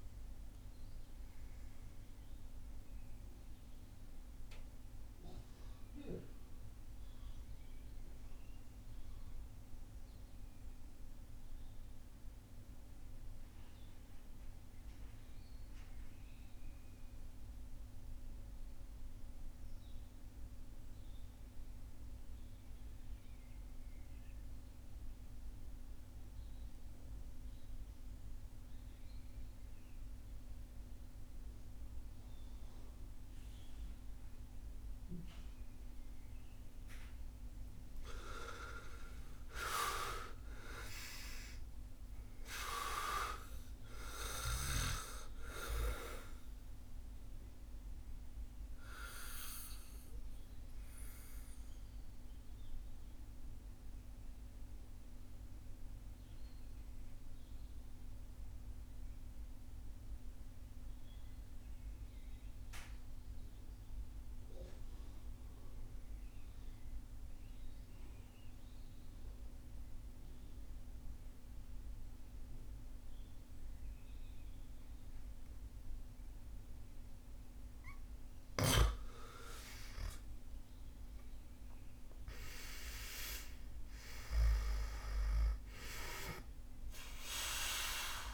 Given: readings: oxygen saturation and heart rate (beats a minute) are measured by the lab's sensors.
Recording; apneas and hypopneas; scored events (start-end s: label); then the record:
breathing in sleep by a room microphone; 2
0.00-23.00 s: oxygen desaturation (device-marked, oxygen 80% lowest)
2.00-37.00 s: mixed apnea (oxygen 99% before, 74% lowest)
35.00-72.00 s: oxygen desaturation (device-marked, oxygen 98% before, 74% lowest)
38.00-43.00 s: arousal
51.00-77.00 s: mixed apnea (oxygen 98% before, 74% lowest)
74.00-84.00 s: oxygen desaturation (device-marked, oxygen 98% before, 92% lowest)
78.50-82.00 s: arousal
86.00-88.34 s: oxygen desaturation (device-marked, oxygen 97% before, 81% lowest)
From the record:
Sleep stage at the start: N2 (light sleep); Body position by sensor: on the back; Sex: male